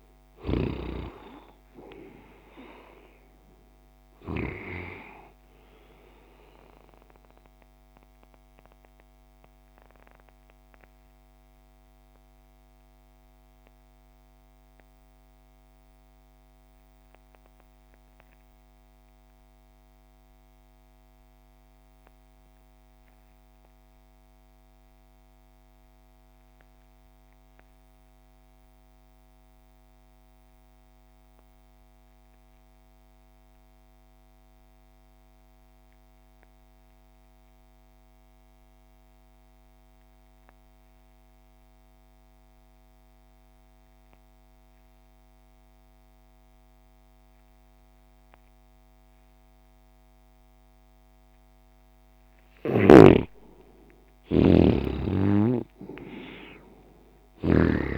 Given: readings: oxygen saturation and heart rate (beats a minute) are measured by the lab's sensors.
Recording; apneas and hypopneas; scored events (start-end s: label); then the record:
breathing in sleep by a microphone on the trachea; 1
0.00-1.50 s: arousal
0.00-26.00 s: oxygen desaturation (device-marked, oxygen 71% lowest)
8.00-50.00 s: obstructive apnea (oxygen 95% before, 71% lowest)
36.00-57.98 s: oxygen desaturation (device-marked, oxygen 97% before, 73% lowest)
52.00-57.50 s: snoring (device-marked)
53.00-57.98 s: arousal
From the record:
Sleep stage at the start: REM sleep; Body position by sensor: on the left side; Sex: male